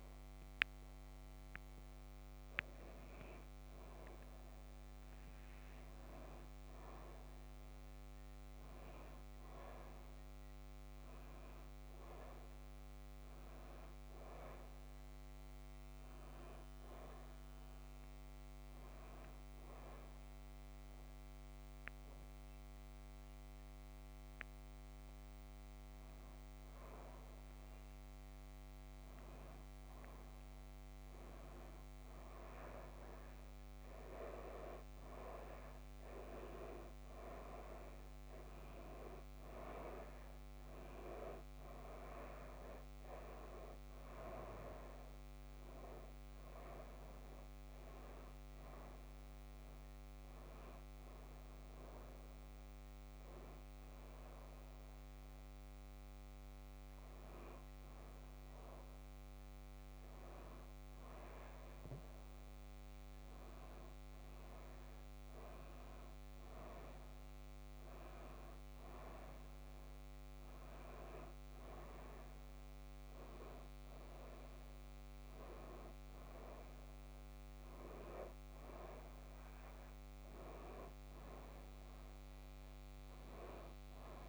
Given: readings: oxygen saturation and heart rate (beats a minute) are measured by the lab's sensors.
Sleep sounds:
breathing in sleep by a microphone on the trachea; 2
0.00-18.50 s: oxygen desaturation (device-marked, oxygen 90% lowest)
10.00-14.00 s: arousal
20.50-30.50 s: hypopnea (oxygen 94% before, 89% lowest)
35.50-39.00 s: arousal
49.50-69.50 s: oxygen desaturation (device-marked, oxygen 92% before, 89% lowest)
52.00-63.00 s: hypopnea (oxygen 92% before, 89% lowest)
65.00-69.00 s: arousal
From the record:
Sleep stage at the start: N2 (light sleep); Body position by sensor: on the back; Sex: female

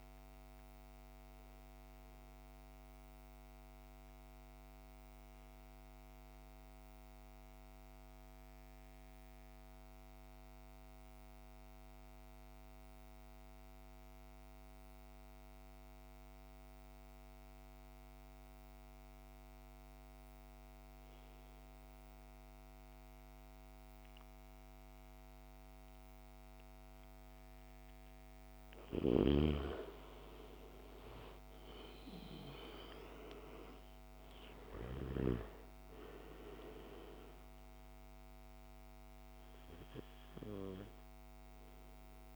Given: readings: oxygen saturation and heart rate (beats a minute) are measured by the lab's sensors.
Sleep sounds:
breathing in sleep by a microphone on the trachea; 1
0.00-20.00 s: oxygen desaturation (device-marked, oxygen 99% before, 89% lowest, heart rate 57 before, 52 extreme)
6.00-28.00 s: mixed apnea (oxygen 99% before, 82% lowest, heart rate 57 before, 52 extreme, up 11 after)
28.00-42.36 s: oxygen desaturation (device-marked, oxygen 99% before, 82% lowest, heart rate 55 before, 52 extreme)
30.00-34.00 s: arousal
From the record:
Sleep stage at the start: N2 (light sleep); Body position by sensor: on the back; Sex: male

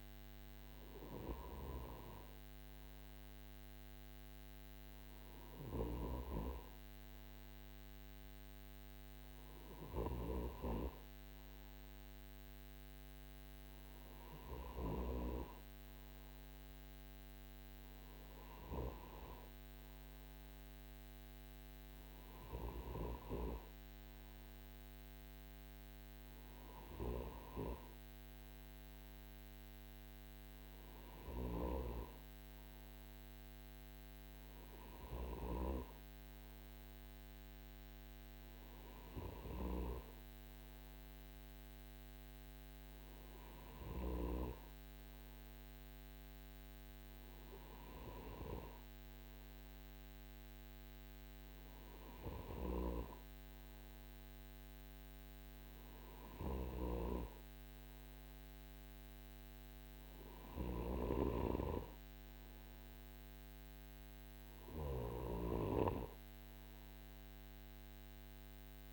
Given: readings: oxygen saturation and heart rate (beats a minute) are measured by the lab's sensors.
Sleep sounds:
breathing in sleep by a microphone on the trachea; none
none scored
From the record:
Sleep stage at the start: N2 (light sleep); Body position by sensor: on the right side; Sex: male

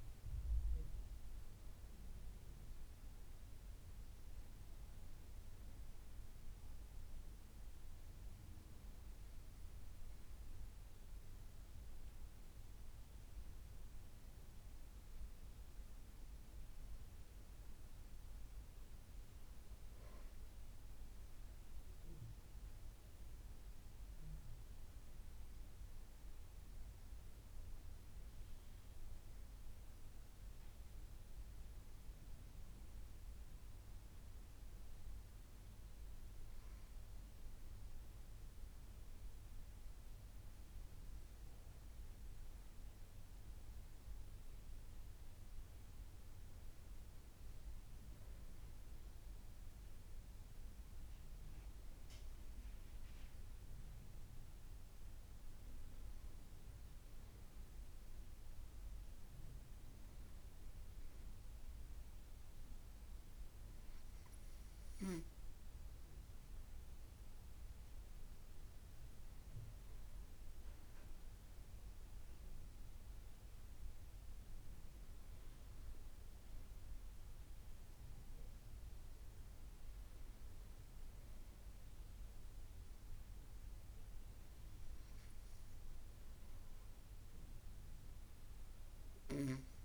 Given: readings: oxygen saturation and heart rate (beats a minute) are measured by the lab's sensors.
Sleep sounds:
breathing in sleep, hard to hear, by a room microphone; none
none scored
From the record:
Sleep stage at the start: N2 (light sleep); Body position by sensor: on the back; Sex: female

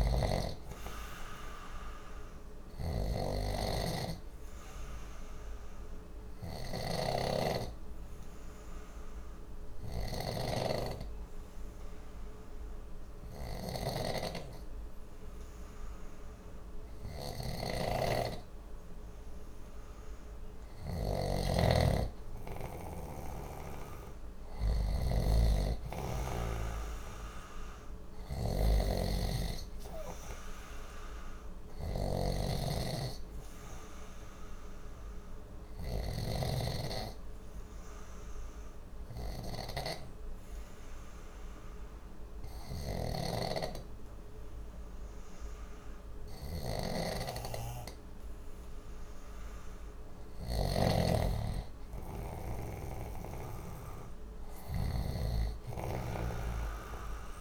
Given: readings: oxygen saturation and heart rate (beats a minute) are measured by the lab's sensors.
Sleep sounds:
breathing in sleep by a room microphone; 2
0.00-19.50 s: oxygen desaturation (device-marked, oxygen 91% lowest, heart rate 59 extreme)
0.00-36.00 s: snoring (device-marked)
2.00-18.00 s: obstructive apnea (oxygen 96% before, 91% lowest, heart rate 60 before, 59 extreme, up 1 after)
20.50-25.00 s: arousal
33.50-49.50 s: obstructive apnea (oxygen 96% before, 93% lowest, heart rate 60 before, 59 extreme, up 1 after)
42.50-57.41 s: snoring (device-marked)
52.00-55.00 s: arousal
From the record:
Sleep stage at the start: N2 (light sleep); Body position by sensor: on the left side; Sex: male

